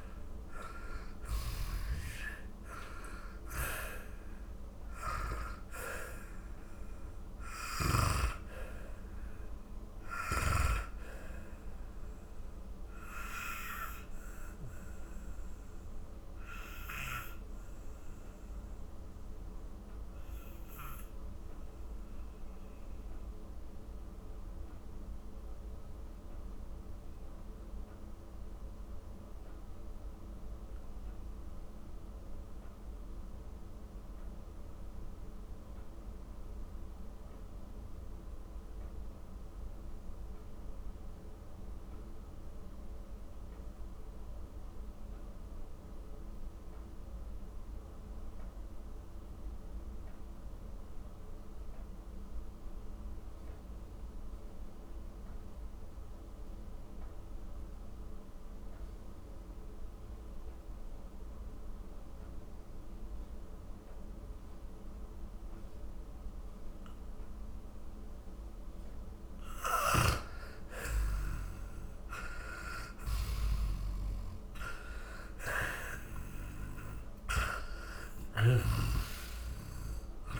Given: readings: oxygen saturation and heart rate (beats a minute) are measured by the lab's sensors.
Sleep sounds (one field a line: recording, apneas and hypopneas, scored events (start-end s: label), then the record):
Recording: breathing in sleep by a room microphone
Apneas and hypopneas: 1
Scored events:
0.00-1.50 s: snoring (device-marked)
0.00-28.50 s: oxygen desaturation (device-marked, oxygen 84% lowest, heart rate 39 extreme)
12.50-69.50 s: mixed apnea (oxygen 97% before, 82% lowest, heart rate 61 before, 39 extreme, up 18 after)
62.50-80.40 s: oxygen desaturation (device-marked, oxygen 98% before, 82% lowest, heart rate 52 before, 41 extreme)
69.50-80.40 s: snoring (device-marked)
70.00-75.50 s: arousal
From the record:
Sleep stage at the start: N2 (light sleep)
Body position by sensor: on the back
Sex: male